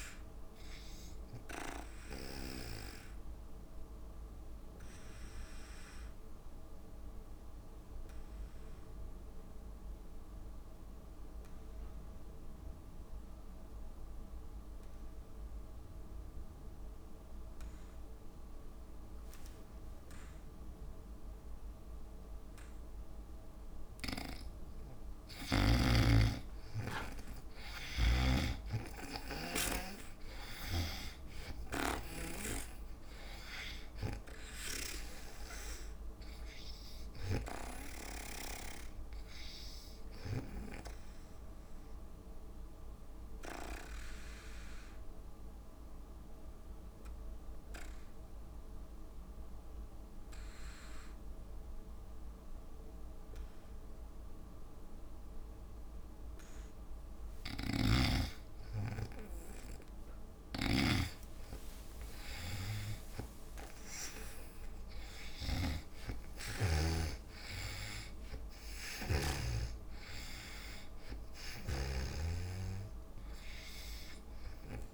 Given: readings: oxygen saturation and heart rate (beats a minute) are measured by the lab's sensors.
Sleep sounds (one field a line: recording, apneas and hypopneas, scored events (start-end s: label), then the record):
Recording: breathing in sleep by a room microphone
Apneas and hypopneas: 2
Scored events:
0.00-7.00 s: oxygen desaturation (device-marked, oxygen 85% lowest, heart rate 57 extreme)
1.00-24.00 s: obstructive apnea (oxygen 97% before, 81% lowest, heart rate 67 before, 57 extreme, up 13 after)
27.00-51.00 s: oxygen desaturation (device-marked, oxygen 99% before, 81% lowest, heart rate 63 before, 57 extreme)
28.00-32.00 s: arousal
41.50-57.00 s: obstructive apnea (oxygen 99% before, 77% lowest, heart rate 69 before, 57 extreme, up 7 after)
57.50-67.00 s: snoring (device-marked)
58.50-63.00 s: arousal
64.00-74.94 s: oxygen desaturation (device-marked, oxygen 97% before, 88% lowest, heart rate 61 before, 56 extreme)
From the record:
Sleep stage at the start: N2 (light sleep)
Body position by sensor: on the back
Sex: female